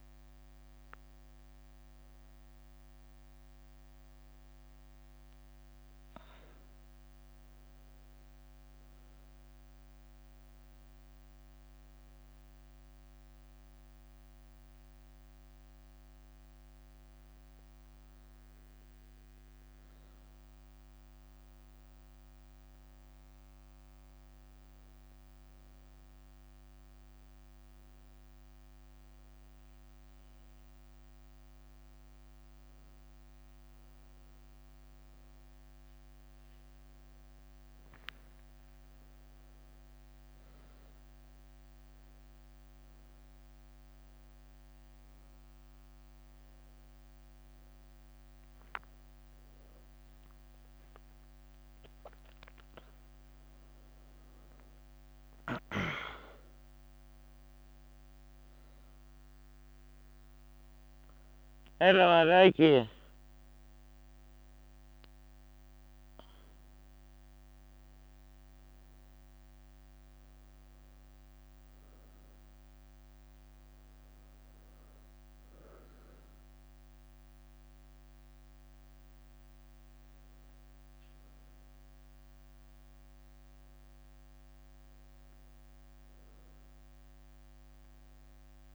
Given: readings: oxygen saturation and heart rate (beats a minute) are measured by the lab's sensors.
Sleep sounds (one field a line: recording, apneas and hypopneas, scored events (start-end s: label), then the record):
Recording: a person awake in a sleep study, hard to hear, by a microphone on the trachea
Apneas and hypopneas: none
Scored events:
2.50-5.50 s: leg movement (device-marked)
7.00-8.50 s: leg movement (device-marked)
17.50-19.50 s: leg movement (device-marked)
28.00-32.50 s: leg movement (device-marked)
36.00-37.00 s: leg movement (device-marked)
38.00-41.50 s: leg movement (device-marked)
51.50-52.50 s: leg movement (device-marked)
64.00-65.50 s: leg movement (device-marked)
74.00-78.50 s: leg movement (device-marked)
79.50-81.50 s: long interval between heartbeats (device-marked, heart rate 75 before, 81 extreme)
80.00-83.50 s: leg movement (device-marked)
From the record:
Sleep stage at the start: awake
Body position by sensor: on the back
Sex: female